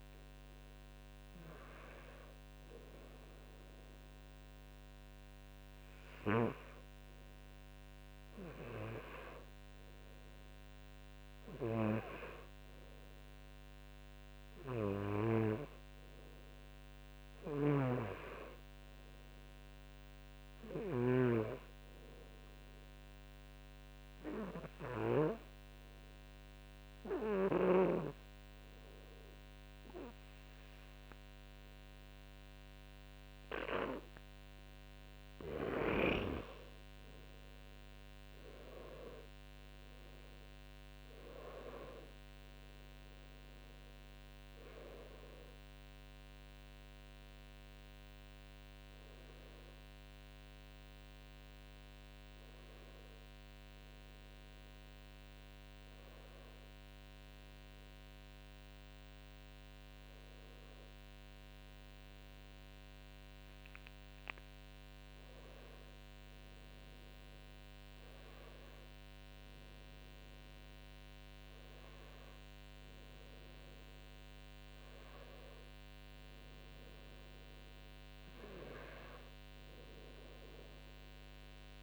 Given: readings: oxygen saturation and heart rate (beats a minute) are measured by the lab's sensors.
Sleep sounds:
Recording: breathing in sleep by a microphone on the trachea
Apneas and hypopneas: 2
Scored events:
14.00-17.50 s: arousal
17.00-21.00 s: snoring (device-marked)
19.50-35.50 s: obstructive apnea (oxygen 98% before, 95% lowest, heart rate 70 before, 64 extreme, up 10 after)
38.00-44.00 s: arousal
42.00-53.00 s: oxygen desaturation (device-marked, oxygen 98% before, 95% lowest, heart rate 68 before, 68 extreme)
48.50-63.50 s: hypopnea (oxygen 98% before, 95% lowest, heart rate 69 before, 64 extreme, up 13 after)
66.00-70.00 s: arousal
81.00-81.83 s: new sleep stage, N1 (lightest sleep)
From the record:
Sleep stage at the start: N2 (light sleep)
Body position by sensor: on the back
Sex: male

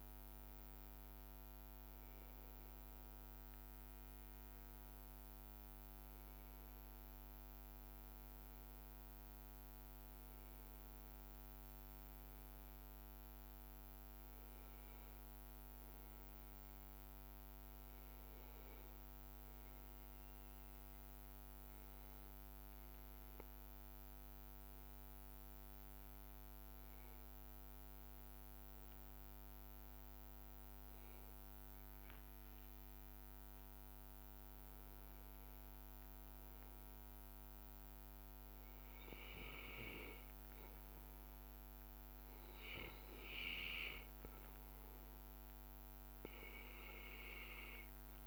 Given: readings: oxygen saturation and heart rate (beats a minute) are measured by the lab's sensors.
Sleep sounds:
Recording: breathing in sleep by a microphone on the trachea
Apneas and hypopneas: 1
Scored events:
0.00-1.50 s: long interval between heartbeats (device-marked, heart rate 99 extreme)
18.00-33.00 s: hypopnea (oxygen 96% before, 94% lowest, heart rate 87 before, 78 extreme, up 1 after)
35.00-39.00 s: arousal
From the record:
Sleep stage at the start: N2 (light sleep)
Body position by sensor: on the back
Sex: male

